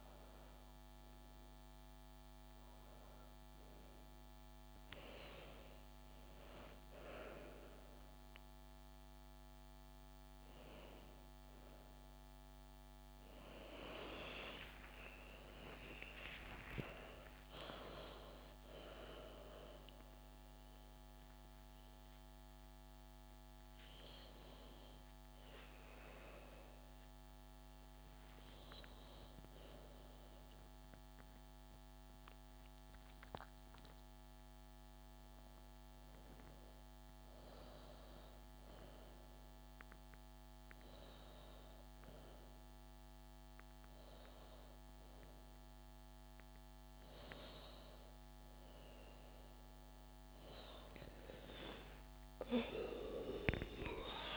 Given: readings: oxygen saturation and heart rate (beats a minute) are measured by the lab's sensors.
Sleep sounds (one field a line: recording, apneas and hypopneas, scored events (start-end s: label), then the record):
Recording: a person awake in a sleep study, by a microphone on the trachea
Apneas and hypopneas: none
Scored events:
4.00-54.37 s: new sleep stage, awake
From the record:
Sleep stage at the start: N2 (light sleep)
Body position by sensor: on the back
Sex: female